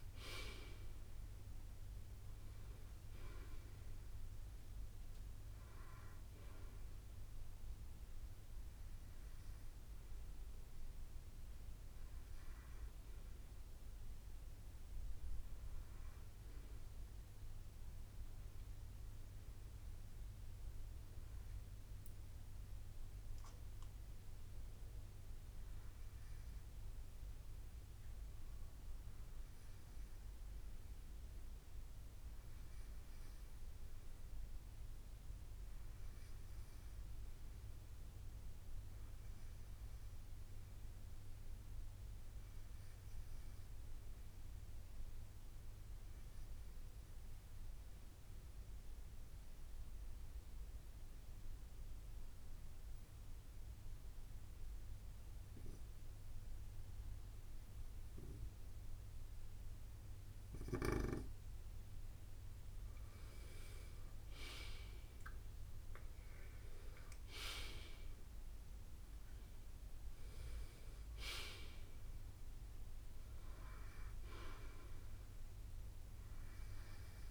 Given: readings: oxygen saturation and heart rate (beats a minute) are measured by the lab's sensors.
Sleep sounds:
breathing in sleep by a room microphone; 2
0.00-4.00 s: oxygen desaturation (device-marked, oxygen 91% lowest, heart rate 53 extreme)
0.00-5.00 s: drop in pulse transit time (device-marked, heart rate 58 extreme)
18.50-29.50 s: hypopnea (oxygen 93% before, 92% lowest, heart rate 65 before, 61 extreme, up 0 after)
33.50-37.50 s: arousal
46.50-59.50 s: obstructive apnea (oxygen 98% before, 93% lowest, heart rate 64 before, 64 extreme, up 2 after)
63.00-77.31 s: drop in pulse transit time (device-marked, heart rate 66 before, 64 extreme)
65.00-69.50 s: arousal
From the record:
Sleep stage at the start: N2 (light sleep); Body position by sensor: on the right side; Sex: male

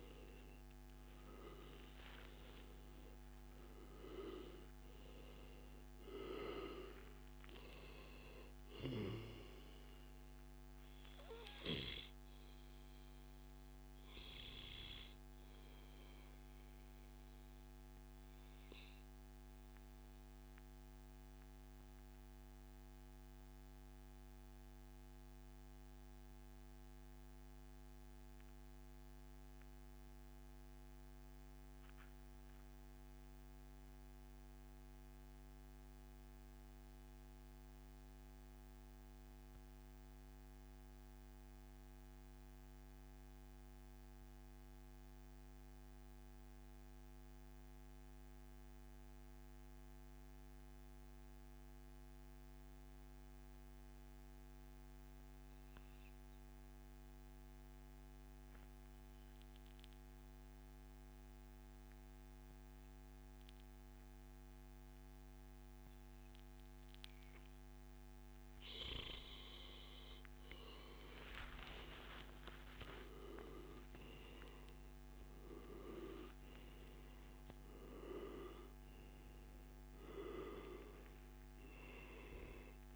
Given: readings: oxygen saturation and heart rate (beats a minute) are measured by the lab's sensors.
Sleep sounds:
breathing in sleep by a microphone on the trachea; 1
0.00-14.00 s: oxygen desaturation (device-marked, oxygen 91% lowest, heart rate 134 extreme)
17.50-66.50 s: mixed apnea (oxygen 96% before, 92% lowest, heart rate 138 before, 140 extreme, up 1 after)
70.00-75.00 s: arousal
79.00-82.96 s: oxygen desaturation (device-marked, oxygen 96% before, 93% lowest, heart rate 141 before, 73 extreme)
From the record:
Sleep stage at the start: N2 (light sleep); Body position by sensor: on the back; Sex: male

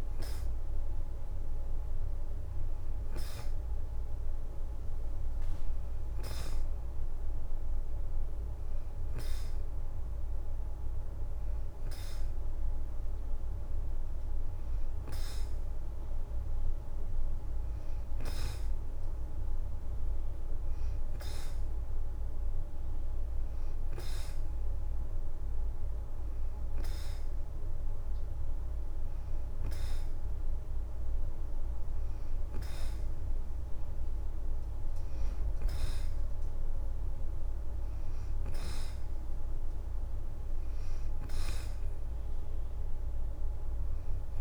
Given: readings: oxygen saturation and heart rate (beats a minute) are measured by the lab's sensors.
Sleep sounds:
breathing in sleep, hard to hear, by a room microphone; none
none scored
From the record:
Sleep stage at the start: N2 (light sleep); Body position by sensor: on the right side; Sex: female

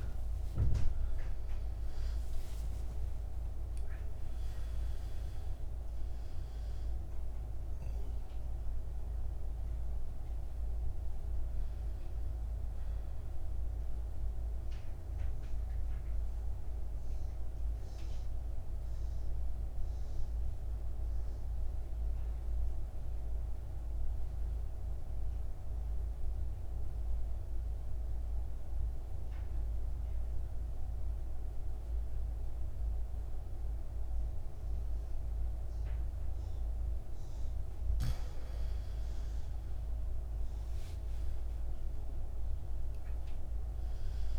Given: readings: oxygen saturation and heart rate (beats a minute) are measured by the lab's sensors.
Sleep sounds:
breathing in sleep, hard to hear, by a room microphone; 1
0.00-16.50 s: oxygen desaturation (device-marked, oxygen 86% lowest, heart rate 52 extreme)
0.50-4.50 s: arousal
14.00-37.50 s: central apnea (oxygen 93% before, 85% lowest, heart rate 65 before, 51 extreme, up 15 after)
18.50-28.50 s: oxygen desaturation (device-marked, oxygen 93% before, 85% lowest, heart rate 64 before, 52 extreme)
37.50-44.39 s: oxygen desaturation (device-marked, oxygen 100% before, 96% lowest, heart rate 54 before, 51 extreme)
39.50-44.00 s: arousal
From the record:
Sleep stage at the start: N2 (light sleep); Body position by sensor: on the back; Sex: male

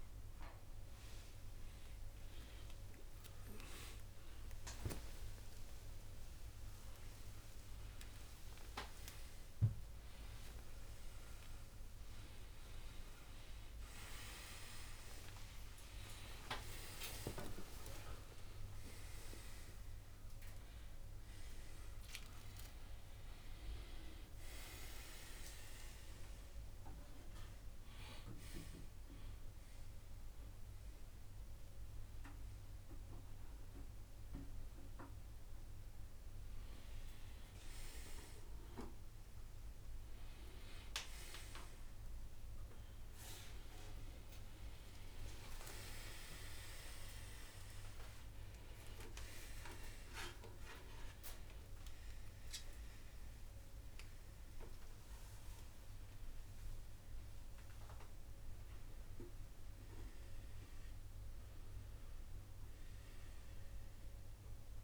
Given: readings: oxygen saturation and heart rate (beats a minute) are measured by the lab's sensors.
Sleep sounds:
a person awake in a sleep study, by a room microphone; none
18.00-26.00 s: oxygen desaturation (device-marked, oxygen 97% before, 92% lowest, heart rate 93 before, 61 extreme)
From the record:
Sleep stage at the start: awake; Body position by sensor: on the front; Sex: male

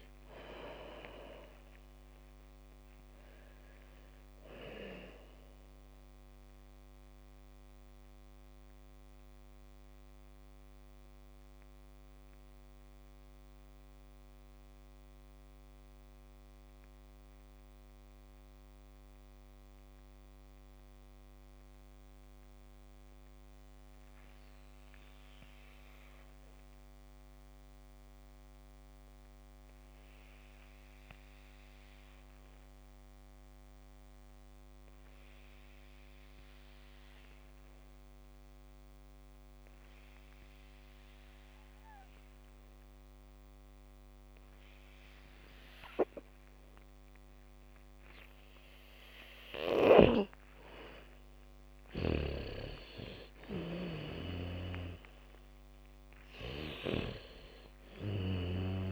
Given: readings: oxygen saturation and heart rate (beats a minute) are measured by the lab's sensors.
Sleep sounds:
breathing in sleep by a microphone on the trachea; 1
0.00-1.50 s: bradycardia (device-marked, heart rate 38 extreme)
0.00-2.00 s: arousal
0.00-23.50 s: oxygen desaturation (device-marked, oxygen 73% lowest, heart rate 38 extreme)
7.50-49.00 s: mixed apnea (oxygen 98% before, 73% lowest, heart rate 55 before, 47 extreme, up 1 after)
33.50-58.92 s: oxygen desaturation (device-marked, oxygen 99% before, 76% lowest, heart rate 75 before, 47 extreme)
44.50-55.50 s: bradycardia (device-marked, heart rate 69 before, 47 extreme)
50.50-55.00 s: arousal
From the record:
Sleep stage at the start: N2 (light sleep); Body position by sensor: on the back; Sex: female

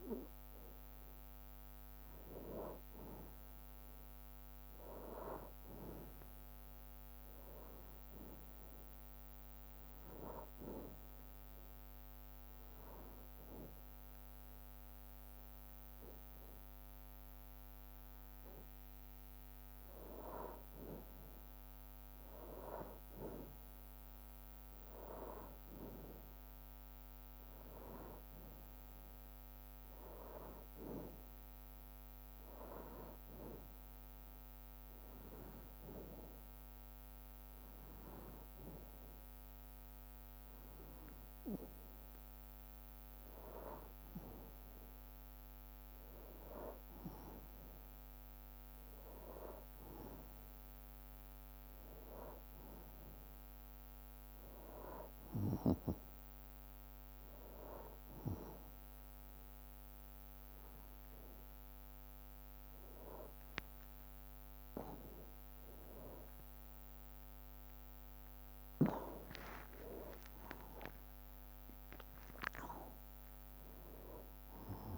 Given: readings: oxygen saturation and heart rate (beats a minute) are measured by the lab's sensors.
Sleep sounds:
breathing in sleep by a microphone on the trachea; 1
5.50-9.00 s: arousal
6.50-15.50 s: drop in pulse transit time (device-marked, heart rate 60 before, 62 extreme)
11.00-21.50 s: hypopnea (oxygen 97% before, 93% lowest, heart rate 60 before, 62 extreme, up 1 after)
25.00-29.50 s: arousal
47.50-53.50 s: bradycardia (device-marked, heart rate 63 before, 56 extreme)
48.50-57.50 s: drop in pulse transit time (device-marked, heart rate 64 before, 56 extreme)
69.50-74.00 s: arousal
From the record:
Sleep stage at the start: N2 (light sleep); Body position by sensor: on the back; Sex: male

